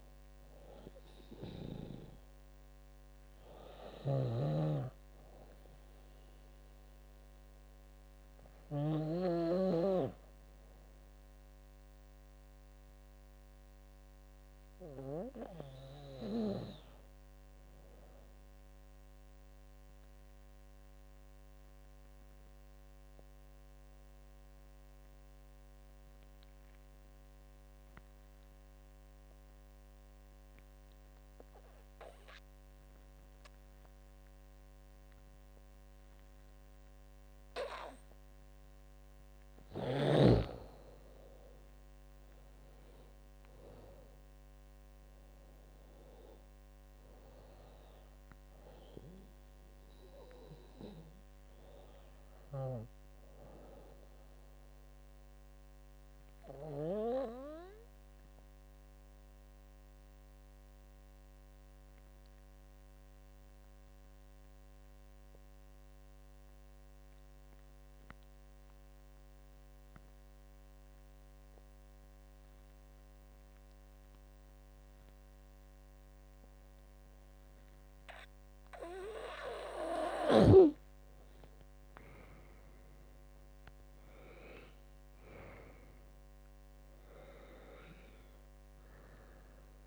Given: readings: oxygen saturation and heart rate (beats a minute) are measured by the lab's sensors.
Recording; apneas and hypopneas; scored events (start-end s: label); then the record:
breathing in sleep by a microphone on the trachea; 2
0.00-7.00 s: drop in pulse transit time (device-marked, heart rate 67 extreme)
0.00-18.00 s: oxygen desaturation (device-marked, oxygen 82% lowest, heart rate 67 extreme)
4.00-15.00 s: snoring (device-marked)
18.50-39.00 s: obstructive apnea (oxygen 90% before, 90% lowest, heart rate 80 before, 72 extreme, up 10 after)
38.00-67.00 s: oxygen desaturation (device-marked, oxygen 98% before, 90% lowest, heart rate 83 before, 72 extreme)
41.00-45.50 s: arousal
41.00-54.00 s: drop in pulse transit time (device-marked, heart rate 83 before, 78 extreme)
52.00-57.00 s: snoring (device-marked)
55.00-79.00 s: obstructive apnea (oxygen 98% before, 89% lowest, heart rate 86 before, 72 extreme, up 6 after)
80.50-84.50 s: arousal
81.00-89.86 s: oxygen desaturation (device-marked, oxygen 98% before, 90% lowest, heart rate 78 before, 71 extreme)
82.00-89.86 s: drop in pulse transit time (device-marked, heart rate 79 before, 78 extreme)
From the record:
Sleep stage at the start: N2 (light sleep); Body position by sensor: on the back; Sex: female